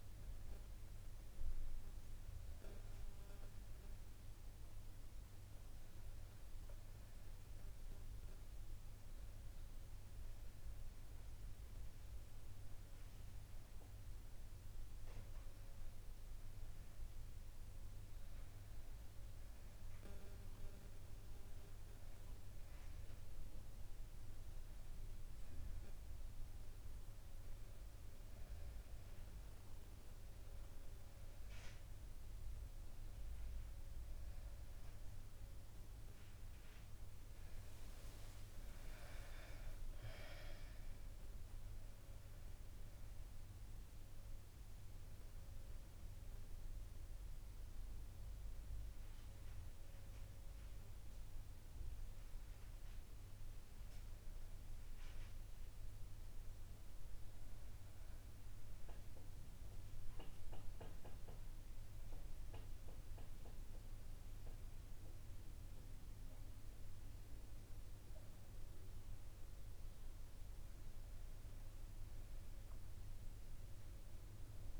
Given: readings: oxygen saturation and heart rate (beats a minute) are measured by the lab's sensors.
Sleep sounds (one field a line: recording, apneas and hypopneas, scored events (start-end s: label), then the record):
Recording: breathing in sleep, hard to hear, by a room microphone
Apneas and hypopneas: none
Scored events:
37.00-41.50 s: arousal
From the record:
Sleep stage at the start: N1 (lightest sleep)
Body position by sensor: on the back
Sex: female